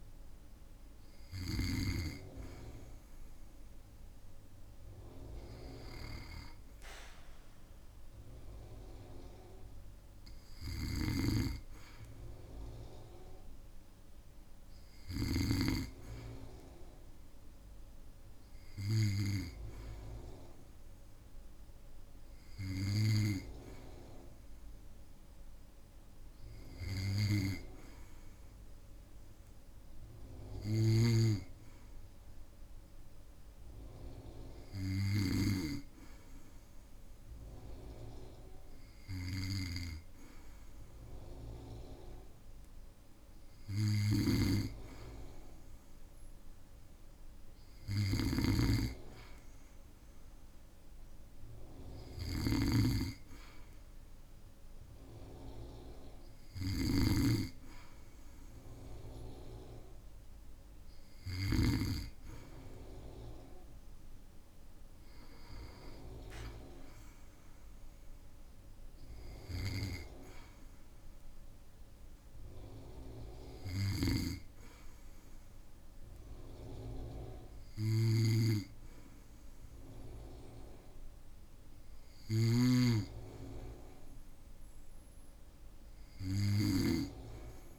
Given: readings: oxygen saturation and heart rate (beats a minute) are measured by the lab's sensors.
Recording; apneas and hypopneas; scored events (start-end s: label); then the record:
breathing in sleep by a room microphone; none
10.50-15.50 s: snoring (device-marked)
30.50-35.50 s: snoring (device-marked)
44.00-61.50 s: snoring (device-marked)
73.50-87.00 s: snoring (device-marked)
From the record:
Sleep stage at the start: N2 (light sleep); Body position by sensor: on the back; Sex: male